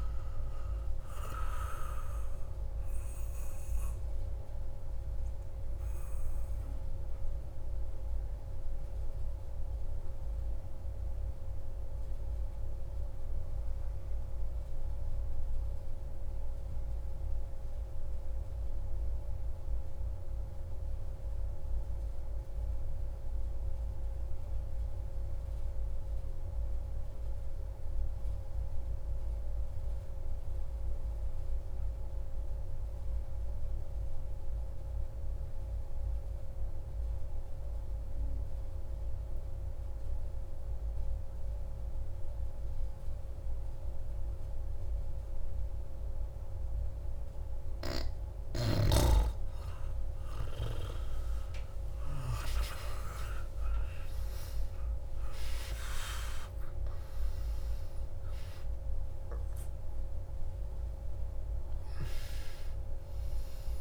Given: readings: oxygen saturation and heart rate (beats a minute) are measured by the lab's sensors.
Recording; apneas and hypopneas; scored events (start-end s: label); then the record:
breathing in sleep by a room microphone; 1
0.00-21.50 s: oxygen desaturation (device-marked, oxygen 92% lowest)
4.00-47.50 s: obstructive apnea (oxygen 98% before, 90% lowest)
39.50-63.81 s: oxygen desaturation (device-marked, oxygen 97% before, 90% lowest)
49.50-53.50 s: arousal
From the record:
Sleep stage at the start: N2 (light sleep); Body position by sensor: on the back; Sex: male